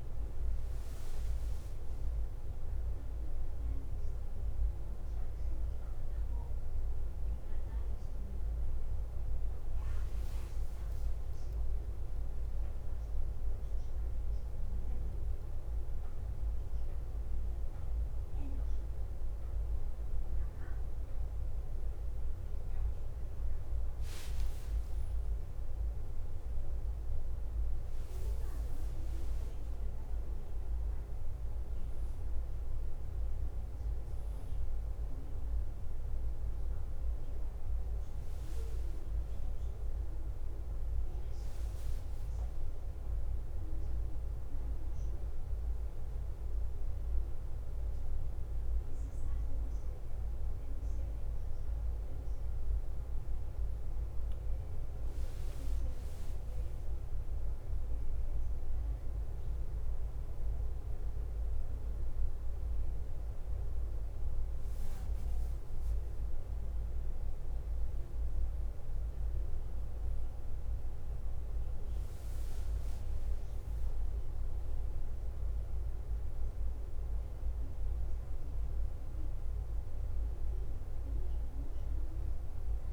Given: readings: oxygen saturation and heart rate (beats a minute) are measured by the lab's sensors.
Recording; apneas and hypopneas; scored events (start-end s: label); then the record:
breathing in sleep, hard to hear, by a room microphone; 2
0.00-1.00 s: long interval between heartbeats (device-marked, heart rate 65 extreme)
0.00-50.00 s: bradycardia (device-marked, heart rate 53 before, 46 extreme)
6.00-9.50 s: arousal
13.00-23.00 s: hypopnea (oxygen 98% before, 95% lowest, heart rate 57 before, 53 extreme, up 2 after)
24.50-28.00 s: arousal
43.00-54.50 s: hypopnea (oxygen 99% before, 95% lowest, heart rate 55 before, 47 extreme, up 6 after)
54.00-82.93 s: bradycardia (device-marked, heart rate 54 before, 43 extreme)
56.00-60.00 s: arousal
From the record:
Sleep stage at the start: N1 (lightest sleep); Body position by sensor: on the back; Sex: male